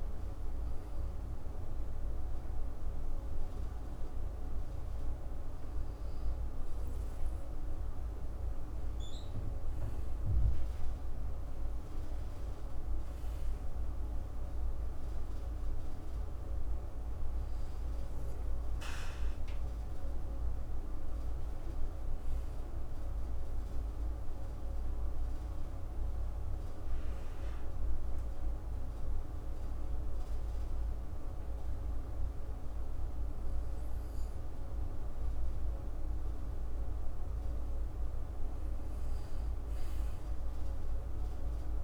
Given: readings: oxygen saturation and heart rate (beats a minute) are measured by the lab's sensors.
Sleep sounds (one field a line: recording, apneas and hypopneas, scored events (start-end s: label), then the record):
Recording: a person partly awake in a sleep study, hard to hear, by a room microphone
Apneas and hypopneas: none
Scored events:
12.00-41.84 s: new sleep stage, N2 (light sleep)
From the record:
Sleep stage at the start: awake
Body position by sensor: on the back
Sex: male